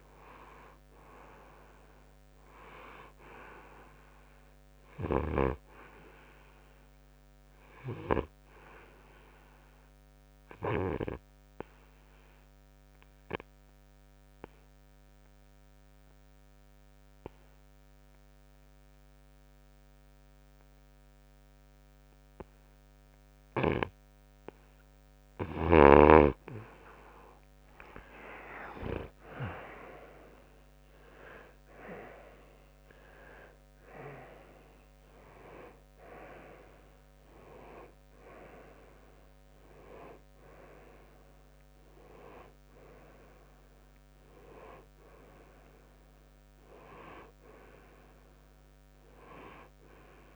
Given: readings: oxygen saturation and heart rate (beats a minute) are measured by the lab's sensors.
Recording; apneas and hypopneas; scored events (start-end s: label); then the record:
breathing in sleep by a microphone on the trachea; 1
0.00-2.00 s: arousal
12.00-25.50 s: obstructive apnea (oxygen 94% before, 91% lowest, heart rate 62 before, 58 extreme, up 11 after)
28.00-32.50 s: arousal
36.50-45.50 s: oxygen desaturation (device-marked, oxygen 95% before, 92% lowest, heart rate 63 before, 54 extreme)
From the record:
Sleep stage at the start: N2 (light sleep); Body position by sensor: on the right side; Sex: male